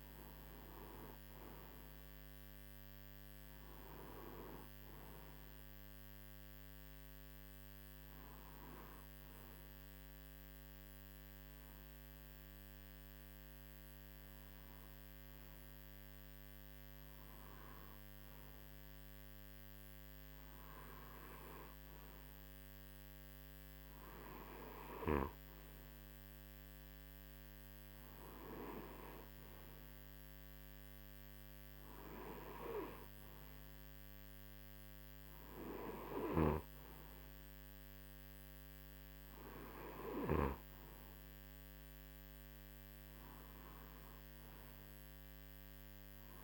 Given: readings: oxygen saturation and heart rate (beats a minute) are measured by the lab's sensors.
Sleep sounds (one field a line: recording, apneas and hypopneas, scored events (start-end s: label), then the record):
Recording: breathing in sleep by a microphone on the trachea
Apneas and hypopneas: none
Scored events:
none scored
From the record:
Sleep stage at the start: N2 (light sleep)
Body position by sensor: on the right side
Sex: male